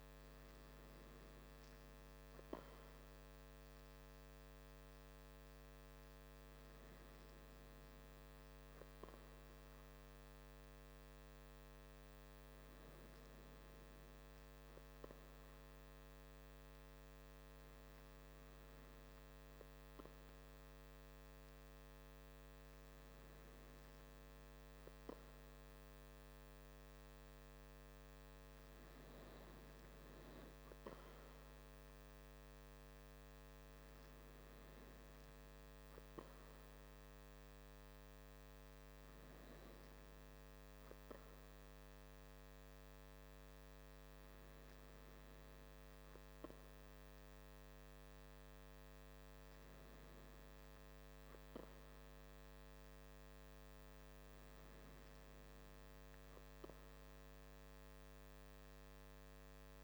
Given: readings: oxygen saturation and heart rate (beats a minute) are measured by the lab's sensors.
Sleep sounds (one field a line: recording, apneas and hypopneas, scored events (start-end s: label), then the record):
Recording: breathing in sleep, hard to hear, by a microphone on the trachea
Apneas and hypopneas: none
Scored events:
none scored
From the record:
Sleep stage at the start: N2 (light sleep)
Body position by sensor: on the back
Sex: male